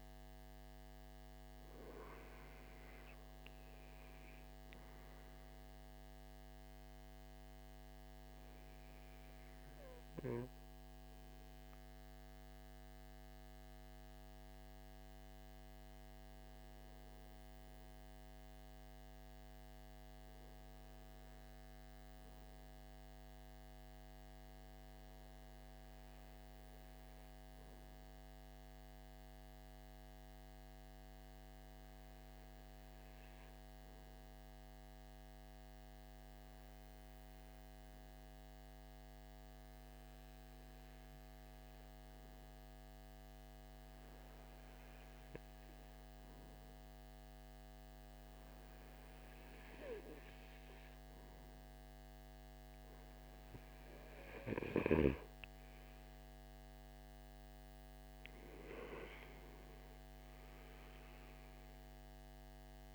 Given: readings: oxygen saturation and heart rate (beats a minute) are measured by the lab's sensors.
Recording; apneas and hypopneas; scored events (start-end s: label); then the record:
breathing in sleep, hard to hear, by a microphone on the trachea; 1
0.00-2.00 s: arousal
5.50-25.50 s: oxygen desaturation (device-marked, oxygen 93% before, 90% lowest)
8.00-51.00 s: obstructive apnea (oxygen 98% before, 88% lowest)
53.50-59.00 s: arousal
53.50-62.95 s: oxygen desaturation (device-marked, oxygen 95% before, 88% lowest)
From the record:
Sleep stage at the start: REM sleep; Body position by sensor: on the front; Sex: male